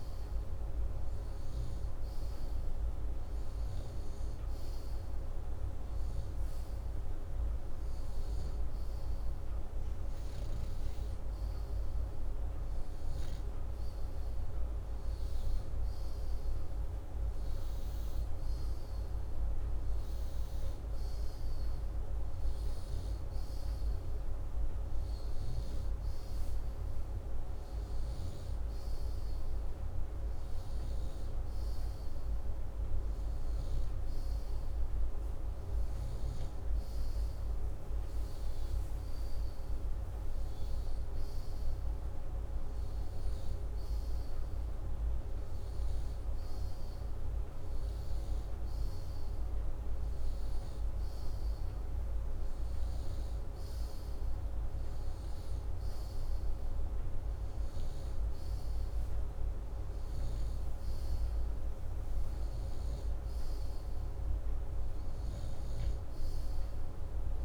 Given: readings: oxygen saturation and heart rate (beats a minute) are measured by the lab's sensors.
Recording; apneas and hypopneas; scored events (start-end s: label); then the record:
breathing in sleep, hard to hear, by a room microphone; none
66.00-67.45 s: snoring (device-marked)
From the record:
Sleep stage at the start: N2 (light sleep); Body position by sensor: upright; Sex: male